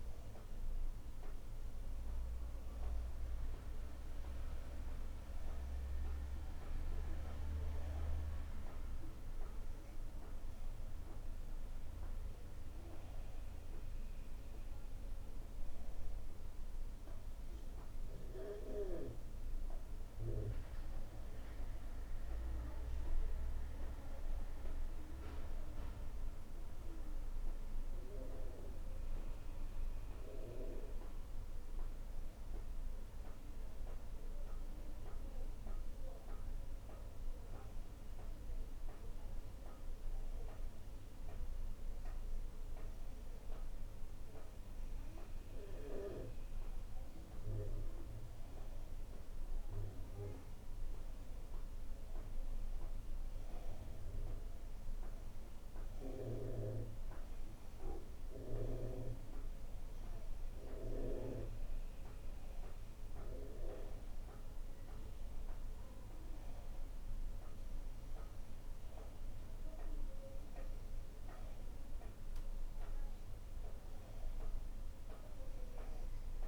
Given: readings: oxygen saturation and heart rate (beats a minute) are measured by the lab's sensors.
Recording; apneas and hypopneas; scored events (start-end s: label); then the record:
breathing in sleep by a room microphone; none
46.50-76.48 s: new sleep stage, N2 (light sleep)
From the record:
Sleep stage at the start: N1 (lightest sleep); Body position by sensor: on the right side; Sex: female